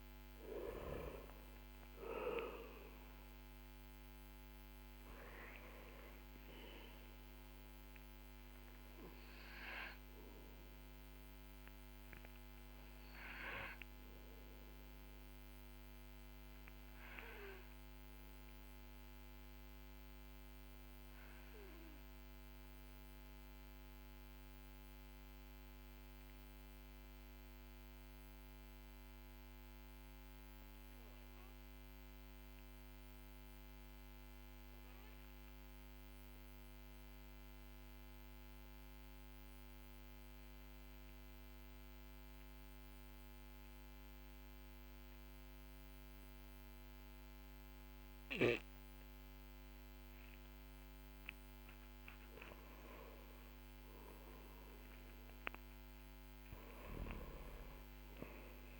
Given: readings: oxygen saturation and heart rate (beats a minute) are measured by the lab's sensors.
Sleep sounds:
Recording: breathing in sleep by a microphone on the trachea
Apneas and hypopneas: 1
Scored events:
7.00-34.00 s: oxygen desaturation (device-marked, oxygen 95% before, 91% lowest, heart rate 54 before, 46 extreme)
9.50-50.50 s: obstructive apnea (oxygen 97% before, 91% lowest, heart rate 53 before, 46 extreme, up 14 after)
52.00-56.50 s: arousal
From the record:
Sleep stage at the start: N2 (light sleep)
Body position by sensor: on the back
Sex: male

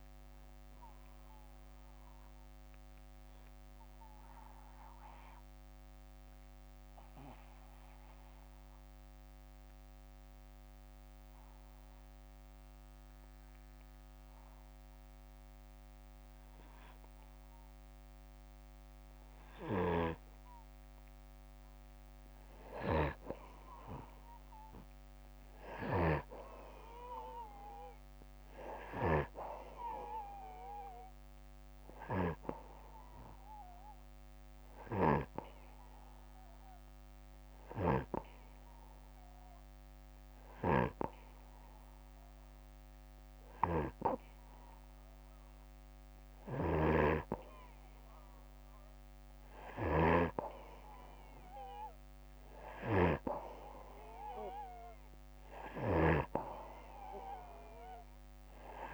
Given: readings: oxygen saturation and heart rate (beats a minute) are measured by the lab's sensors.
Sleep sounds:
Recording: breathing in sleep by a microphone on the trachea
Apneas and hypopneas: 2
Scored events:
4.00-19.00 s: obstructive apnea (oxygen 95% before, 91% lowest, heart rate 66 before, 58 extreme, up 7 after)
19.00-43.50 s: snoring (device-marked)
22.00-25.00 s: arousal
31.50-46.50 s: oxygen desaturation (device-marked, oxygen 97% before, 91% lowest, heart rate 62 before, 63 extreme)
34.00-46.50 s: hypopnea (oxygen 97% before, 91% lowest, heart rate 63 before, 63 extreme, up 2 after)
45.50-55.50 s: snoring (device-marked)
48.50-52.00 s: arousal
From the record:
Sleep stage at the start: N2 (light sleep)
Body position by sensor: on the back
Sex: male

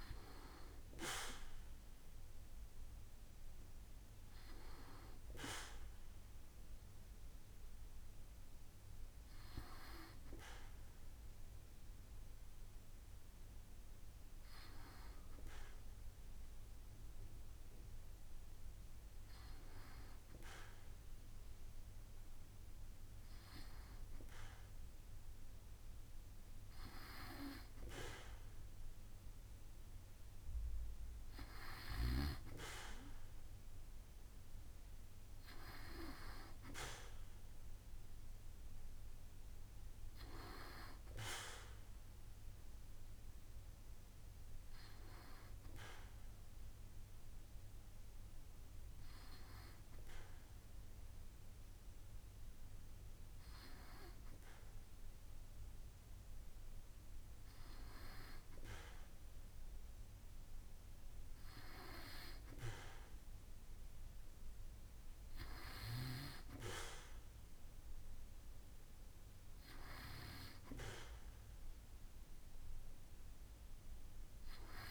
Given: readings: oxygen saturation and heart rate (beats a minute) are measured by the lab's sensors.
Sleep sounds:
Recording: breathing in sleep by a room microphone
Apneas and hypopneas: none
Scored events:
none scored
From the record:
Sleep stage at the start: N2 (light sleep)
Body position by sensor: on the back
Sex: male

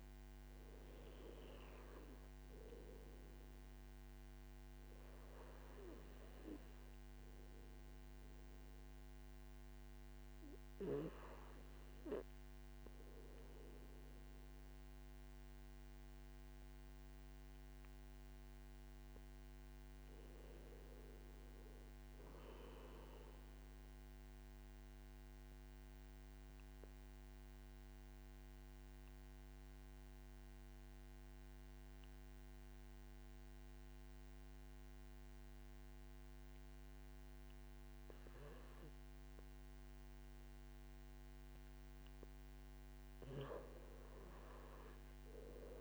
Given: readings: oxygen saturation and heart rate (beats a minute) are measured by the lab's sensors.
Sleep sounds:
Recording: breathing in sleep, hard to hear, by a microphone on the trachea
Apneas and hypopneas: 1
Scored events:
25.50-38.50 s: obstructive apnea (oxygen 98% before, 84% lowest, heart rate 60 before, 57 extreme, up 6 after)
41.50-45.50 s: arousal
From the record:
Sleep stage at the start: REM sleep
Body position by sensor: on the back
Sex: male

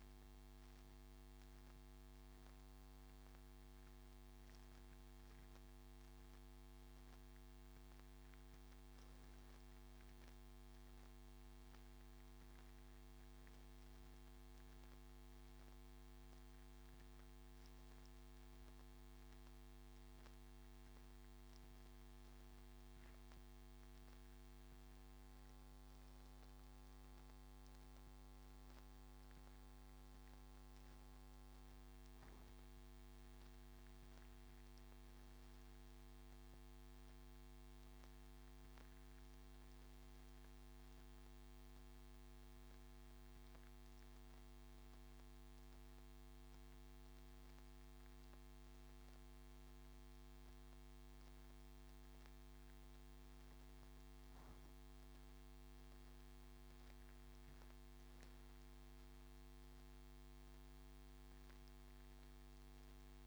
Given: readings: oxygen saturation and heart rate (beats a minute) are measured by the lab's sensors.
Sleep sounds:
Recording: breathing in sleep, hard to hear, by a microphone on the trachea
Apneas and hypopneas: none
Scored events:
50.50-56.00 s: arousal
From the record:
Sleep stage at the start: N2 (light sleep)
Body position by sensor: on the front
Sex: male

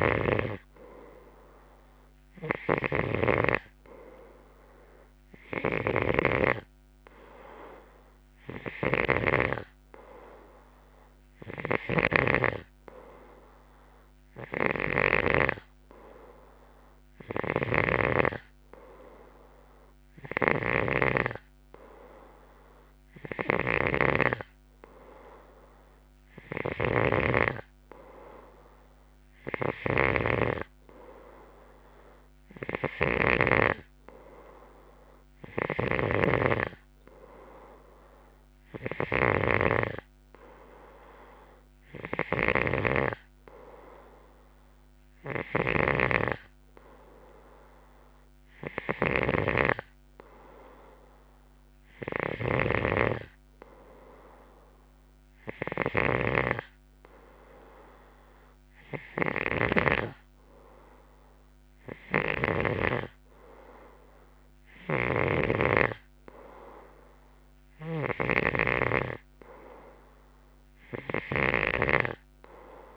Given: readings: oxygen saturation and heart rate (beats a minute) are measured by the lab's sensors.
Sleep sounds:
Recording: breathing in sleep by a microphone on the trachea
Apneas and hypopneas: none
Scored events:
0.00-33.50 s: snoring (device-marked)
35.50-72.97 s: snoring (device-marked)
From the record:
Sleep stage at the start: N2 (light sleep)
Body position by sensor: on the left side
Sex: male

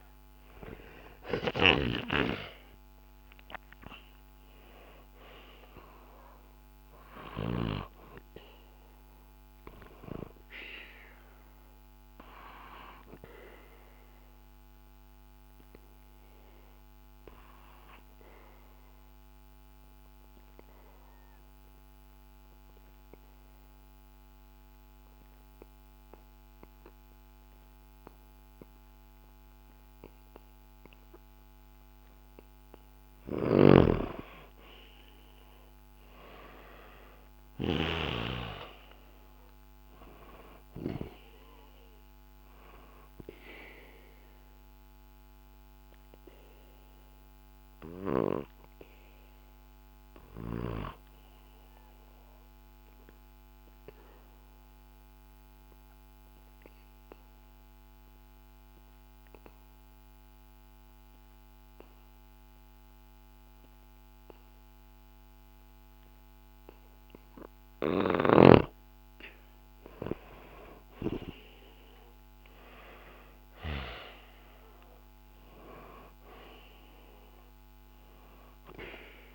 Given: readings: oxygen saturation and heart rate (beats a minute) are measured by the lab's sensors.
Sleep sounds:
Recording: breathing in sleep by a microphone on the trachea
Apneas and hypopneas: 2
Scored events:
0.00-2.00 s: arousal
0.00-7.50 s: snoring (device-marked)
1.50-25.50 s: oxygen desaturation (device-marked, oxygen 98% before, 90% lowest, heart rate 65 before, 63 extreme)
10.00-32.00 s: obstructive apnea (oxygen 98% before, 90% lowest, heart rate 65 before, 63 extreme)
33.00-38.00 s: snoring (device-marked)
34.00-38.50 s: arousal
42.50-62.50 s: oxygen desaturation (device-marked, oxygen 97% before, 91% lowest, heart rate 66 before, 64 extreme)
45.50-68.50 s: obstructive apnea (oxygen 98% before, 91% lowest, heart rate 65 before, 64 extreme, up 0 after)
70.50-74.00 s: arousal
75.50-79.35 s: oxygen desaturation (device-marked, oxygen 98% before, 91% lowest, heart rate 66 before, 64 extreme)
From the record:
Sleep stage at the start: N2 (light sleep)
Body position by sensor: on the back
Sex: male

